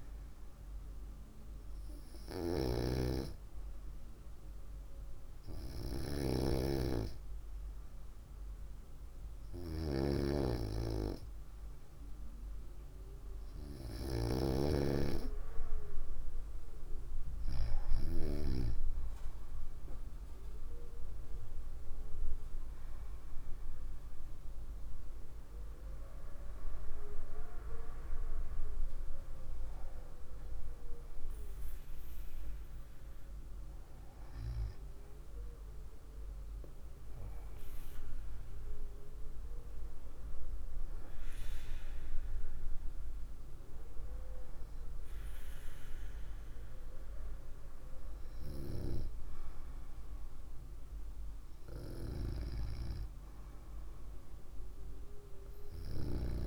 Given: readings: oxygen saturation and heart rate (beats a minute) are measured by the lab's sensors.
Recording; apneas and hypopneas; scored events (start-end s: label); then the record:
breathing in sleep by a room microphone; none
none scored
From the record:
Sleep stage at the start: N2 (light sleep); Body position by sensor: on the right side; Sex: female